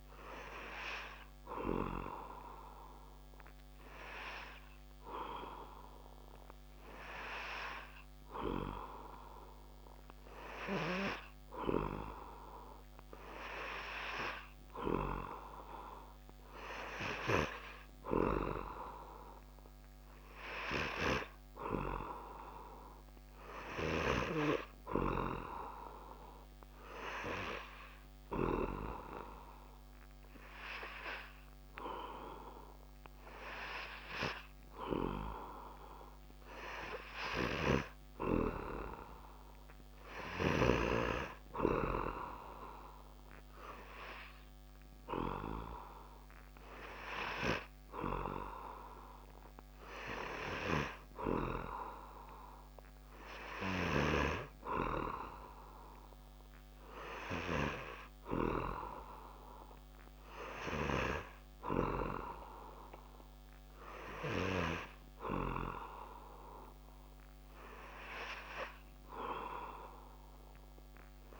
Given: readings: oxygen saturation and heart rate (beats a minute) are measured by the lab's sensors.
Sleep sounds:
breathing in sleep by a microphone on the trachea; none
none scored
From the record:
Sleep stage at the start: N3 (deep sleep); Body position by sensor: on the back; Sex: male

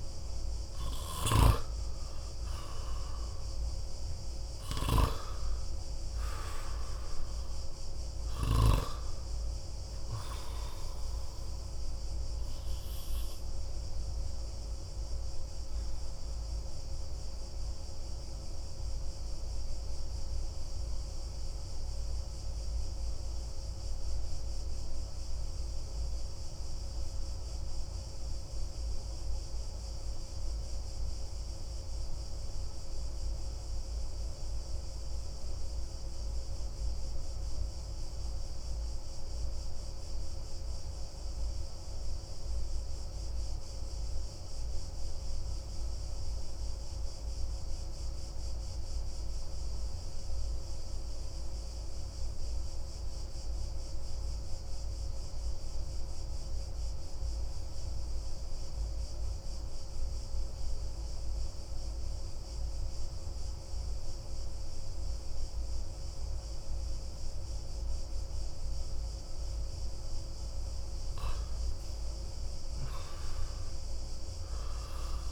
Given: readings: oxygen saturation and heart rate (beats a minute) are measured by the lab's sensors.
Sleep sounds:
breathing in sleep, hard to hear, by a room microphone; 1
0.00-18.00 s: oxygen desaturation (device-marked, oxygen 91% lowest)
15.00-69.00 s: obstructive apnea (oxygen 95% before, 90% lowest)
71.00-75.00 s: arousal
From the record:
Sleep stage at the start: N2 (light sleep); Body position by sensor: on the back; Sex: male

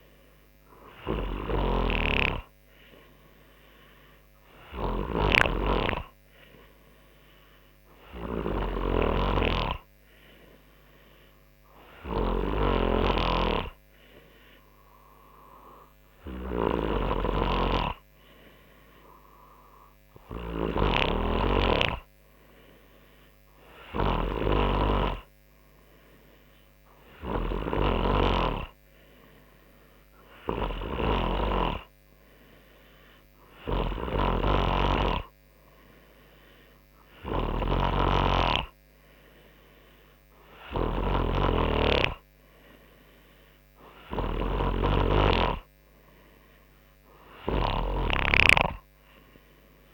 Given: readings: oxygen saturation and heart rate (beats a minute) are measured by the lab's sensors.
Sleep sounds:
breathing in sleep by a microphone on the trachea; none
0.00-49.93 s: snoring (device-marked)
From the record:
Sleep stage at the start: N3 (deep sleep); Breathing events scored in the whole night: 169 in 4.5 hours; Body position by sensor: on the front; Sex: male

